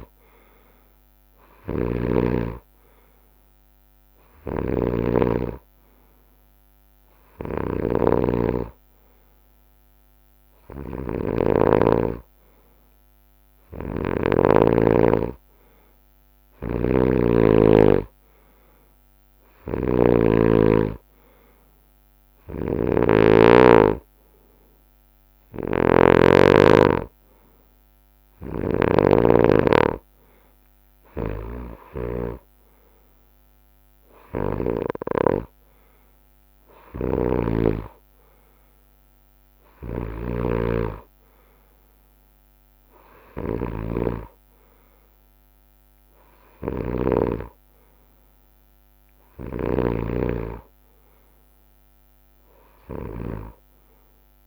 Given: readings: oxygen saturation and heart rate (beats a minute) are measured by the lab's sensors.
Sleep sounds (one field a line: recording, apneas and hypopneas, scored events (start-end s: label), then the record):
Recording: breathing in sleep by a microphone on the trachea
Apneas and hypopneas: none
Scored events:
1.50-29.00 s: snoring (device-marked)
29.50-31.50 s: long interval between heartbeats (device-marked, heart rate 68 before, 69 extreme)
37.00-50.00 s: snoring (device-marked)
49.00-51.00 s: long interval between heartbeats (device-marked, heart rate 69 before, 77 extreme)
51.00-54.47 s: drop in pulse transit time (device-marked, heart rate 70 before, 69 extreme)
From the record:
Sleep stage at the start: N2 (light sleep)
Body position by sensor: on the right side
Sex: male